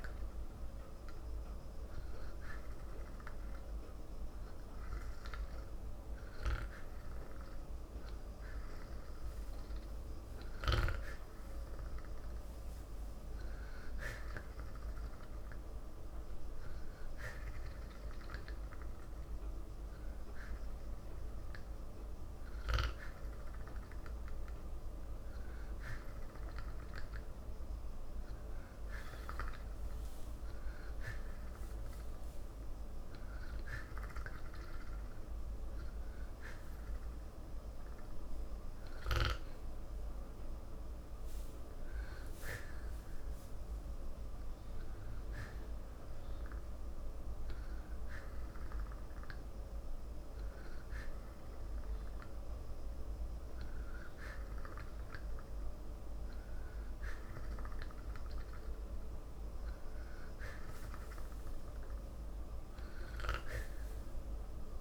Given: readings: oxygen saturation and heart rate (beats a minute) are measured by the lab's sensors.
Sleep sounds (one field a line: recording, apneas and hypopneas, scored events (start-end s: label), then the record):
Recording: breathing in sleep by a room microphone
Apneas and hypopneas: none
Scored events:
4.00-64.81 s: new sleep stage, N3 (deep sleep)
From the record:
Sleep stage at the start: N2 (light sleep)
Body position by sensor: on the back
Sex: male